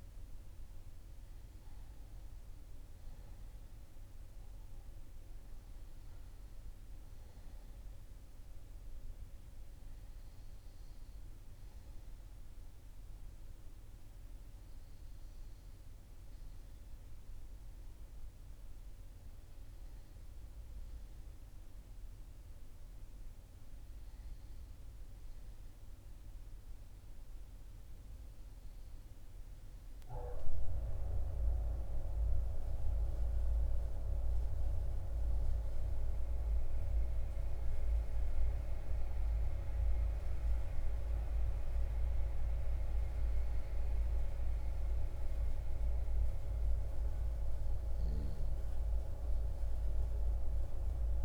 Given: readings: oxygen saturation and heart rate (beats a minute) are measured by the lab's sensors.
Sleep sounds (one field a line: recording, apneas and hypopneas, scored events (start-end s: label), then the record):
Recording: breathing in sleep by a room microphone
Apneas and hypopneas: none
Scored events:
none scored
From the record:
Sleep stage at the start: REM sleep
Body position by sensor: on the back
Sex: male